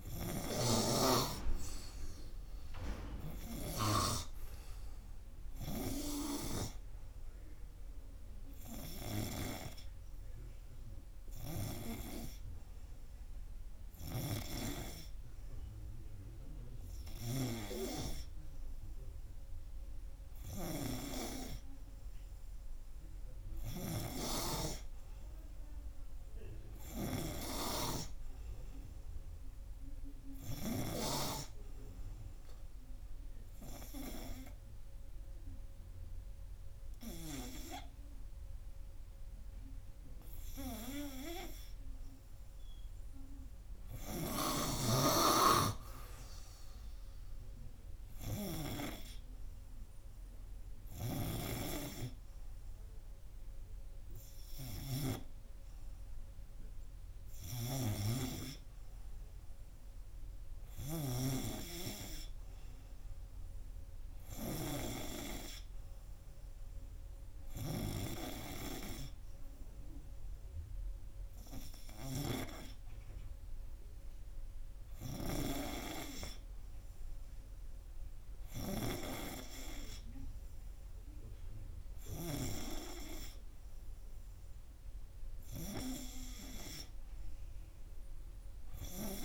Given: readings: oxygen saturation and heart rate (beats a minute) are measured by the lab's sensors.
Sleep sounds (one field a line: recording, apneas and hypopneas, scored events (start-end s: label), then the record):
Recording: breathing in sleep by a room microphone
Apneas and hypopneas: 1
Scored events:
34.50-44.50 s: hypopnea (oxygen 97% before, 95% lowest, heart rate 87 before, 84 extreme, up 4 after)
48.50-52.50 s: arousal
76.00-80.00 s: arousal
From the record:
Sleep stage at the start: N2 (light sleep)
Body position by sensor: on the right side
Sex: male